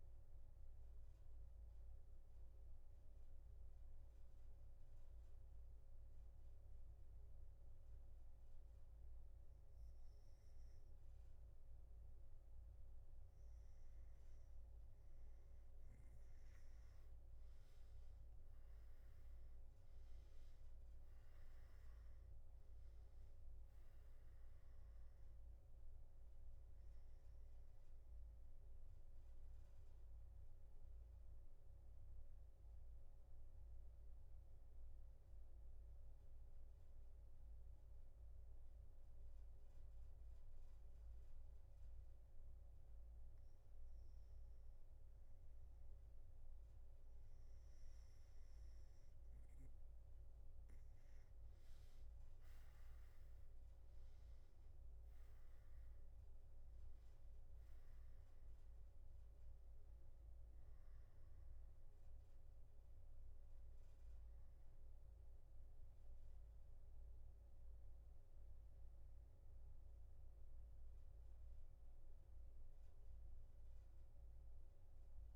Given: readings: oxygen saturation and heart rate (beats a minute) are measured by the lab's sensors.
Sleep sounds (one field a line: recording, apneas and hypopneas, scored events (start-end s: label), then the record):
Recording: breathing in sleep, hard to hear, by a room microphone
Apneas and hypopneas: none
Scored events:
18.50-35.50 s: oxygen desaturation (device-marked, oxygen 98% before, 94% lowest, heart rate 122 before, 82 extreme)
49.50-73.50 s: oxygen desaturation (device-marked, oxygen 98% before, 93% lowest, heart rate 115 before, 74 extreme)
From the record:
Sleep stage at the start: N3 (deep sleep)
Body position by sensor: on the back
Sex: male